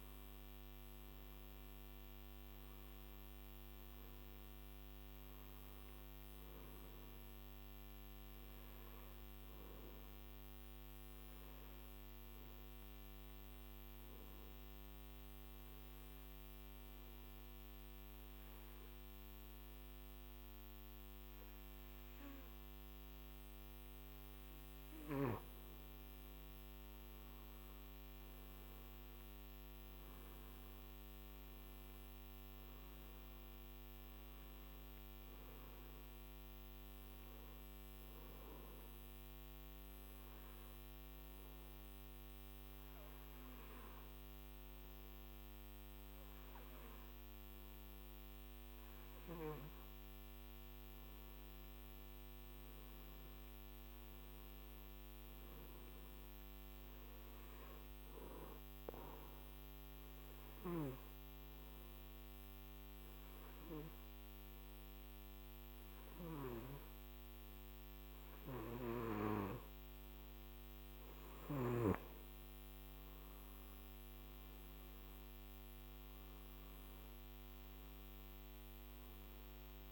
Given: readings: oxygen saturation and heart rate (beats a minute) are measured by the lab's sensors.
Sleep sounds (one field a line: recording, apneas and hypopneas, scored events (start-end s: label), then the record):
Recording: breathing in sleep, hard to hear, by a microphone on the trachea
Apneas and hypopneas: 3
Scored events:
0.00-18.00 s: oxygen desaturation (device-marked, oxygen 91% lowest, heart rate 49 extreme)
14.50-25.00 s: obstructive apnea (oxygen 96% before, 91% lowest, heart rate 58 before, 49 extreme, up 15 after)
26.50-30.50 s: arousal
30.00-52.00 s: oxygen desaturation (device-marked, oxygen 97% before, 92% lowest, heart rate 56 before, 49 extreme)
39.50-50.00 s: obstructive apnea (oxygen 97% before, 92% lowest, heart rate 60 before, 52 extreme, up 18 after)
52.00-56.00 s: arousal
59.50-70.50 s: obstructive apnea (oxygen 97% before, 92% lowest, heart rate 58 before, 54 extreme, up 20 after)
74.00-78.00 s: arousal
From the record:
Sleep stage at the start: N2 (light sleep)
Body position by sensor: on the back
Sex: male